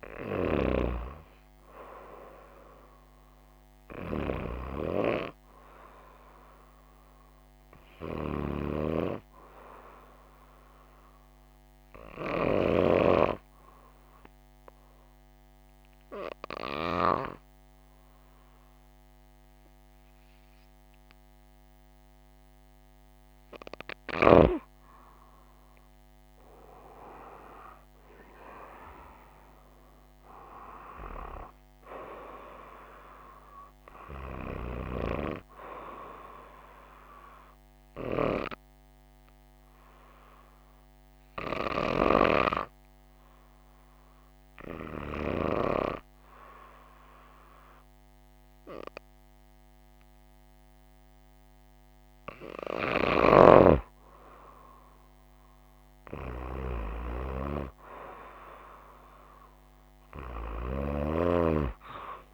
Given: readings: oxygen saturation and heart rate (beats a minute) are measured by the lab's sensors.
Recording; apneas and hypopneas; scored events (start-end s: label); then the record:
breathing in sleep by a microphone on the trachea; 2
14.00-26.00 s: hypopnea (oxygen 96% before, 93% lowest, heart rate 58 before, 53 extreme, up 7 after)
28.00-31.00 s: arousal
37.00-52.50 s: hypopnea (oxygen 96% before, 93% lowest, heart rate 57 before, 54 extreme, up 21 after)
55.00-59.00 s: arousal
From the record:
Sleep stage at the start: N2 (light sleep); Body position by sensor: on the right side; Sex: female